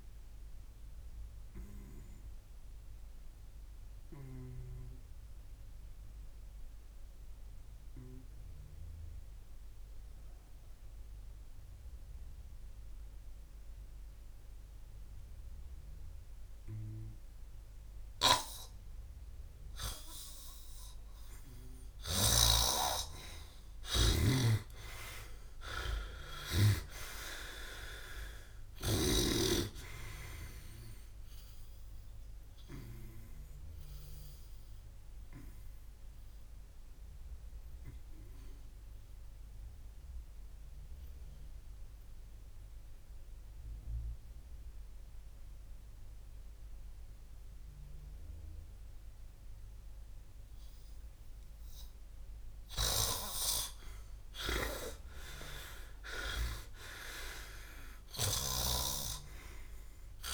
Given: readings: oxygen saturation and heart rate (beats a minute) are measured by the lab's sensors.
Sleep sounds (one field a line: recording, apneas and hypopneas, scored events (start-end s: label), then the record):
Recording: breathing in sleep by a room microphone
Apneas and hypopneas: 2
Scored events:
0.00-9.00 s: oxygen desaturation (device-marked, oxygen 90% lowest, heart rate 57 extreme)
4.50-21.50 s: obstructive apnea (oxygen 98% before, 88% lowest, heart rate 68 before, 58 extreme, up 19 after)
15.00-30.00 s: oxygen desaturation (device-marked, oxygen 91% before, 88% lowest, heart rate 65 before, 58 extreme)
22.00-26.50 s: snoring (device-marked)
24.50-29.00 s: arousal
37.50-53.00 s: obstructive apnea (oxygen 97% before, 90% lowest, heart rate 65 before, 57 extreme, up 14 after)
56.00-59.50 s: arousal
From the record:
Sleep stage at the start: N2 (light sleep)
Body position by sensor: on the back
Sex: male